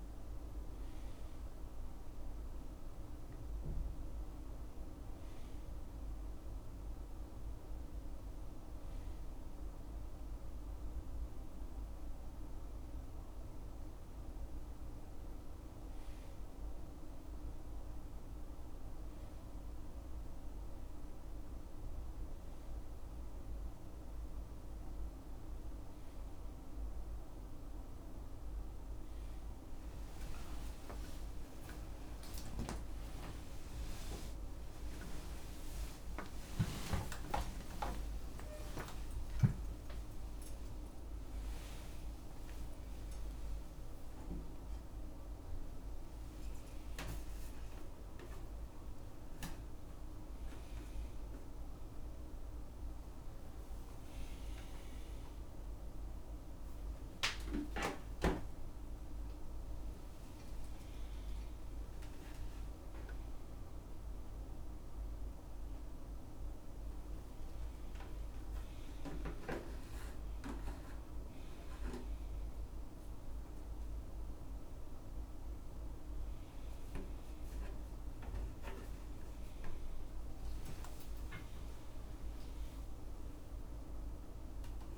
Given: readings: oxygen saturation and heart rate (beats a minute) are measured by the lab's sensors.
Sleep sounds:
a person awake in a sleep study, hard to hear, by a room microphone; none
2.50-24.50 s: oxygen desaturation (device-marked, oxygen 98% before, 94% lowest, heart rate 76 before, 78 extreme)
24.50-84.98 s: new sleep stage, awake
39.50-41.50 s: tachycardia (device-marked, heart rate 79 before, 100 extreme)
62.50-64.50 s: long interval between heartbeats (device-marked, heart rate 91 before, 95 extreme)
63.50-65.50 s: tachycardia (device-marked, heart rate 80 before, 97 extreme)
77.50-83.50 s: tachycardia (device-marked, heart rate 81 before, 108 extreme)
80.50-82.50 s: long interval between heartbeats (device-marked, heart rate 96 before, 106 extreme)
From the record:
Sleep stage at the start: N2 (light sleep); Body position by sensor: on the right side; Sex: male

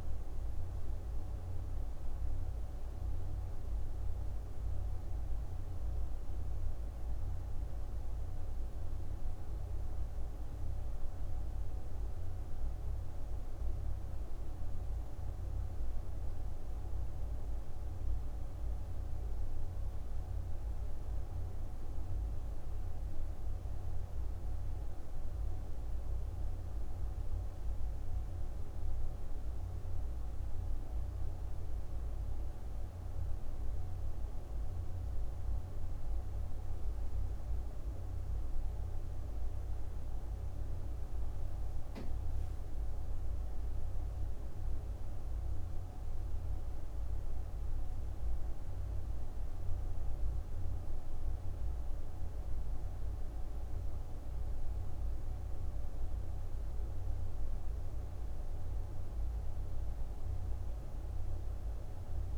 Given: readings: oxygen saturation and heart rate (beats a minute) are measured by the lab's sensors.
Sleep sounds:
breathing in sleep, hard to hear, by a room microphone; none
none scored
From the record:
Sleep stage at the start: N1 (lightest sleep); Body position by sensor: on the back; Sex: female

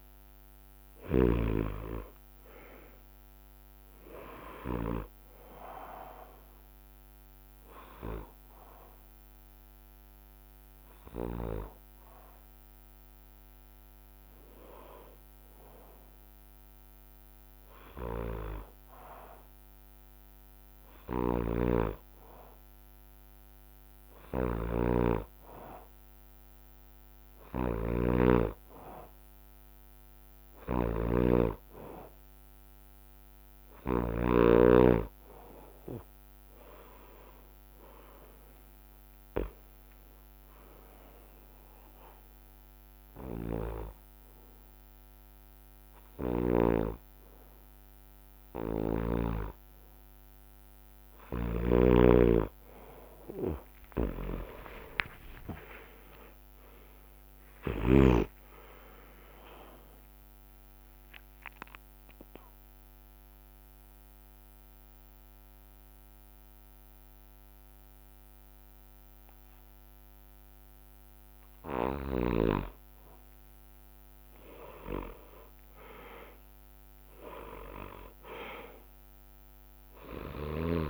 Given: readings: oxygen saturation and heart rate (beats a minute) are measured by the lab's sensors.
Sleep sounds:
breathing in sleep by a microphone on the trachea; 2
0.00-1.00 s: drop in pulse transit time (device-marked, heart rate 64 extreme)
8.00-12.00 s: bradycardia (device-marked, heart rate 68 before, 59 extreme)
14.00-32.00 s: oxygen desaturation (device-marked, oxygen 96% before, 93% lowest, heart rate 65 before, 57 extreme)
16.00-25.00 s: drop in pulse transit time (device-marked, heart rate 63 before, 57 extreme)
19.00-33.00 s: bradycardia (device-marked, heart rate 67 before, 57 extreme)
21.00-34.00 s: snoring (device-marked)
35.00-38.50 s: arousal
37.00-46.00 s: drop in pulse transit time (device-marked, heart rate 59 before, 64 extreme)
41.50-51.50 s: hypopnea (oxygen 97% before, 90% lowest, heart rate 60 before, 53 extreme, up 10 after)
53.00-57.00 s: arousal
58.00-70.00 s: drop in pulse transit time (device-marked, heart rate 65 before, 54 extreme)
60.00-71.00 s: mixed apnea (oxygen 97% before, 90% lowest, heart rate 66 before, 53 extreme, up 8 after)
63.00-75.00 s: bradycardia (device-marked, heart rate 67 before, 53 extreme)
74.00-78.00 s: arousal
From the record:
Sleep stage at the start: N2 (light sleep); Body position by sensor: on the back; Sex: male

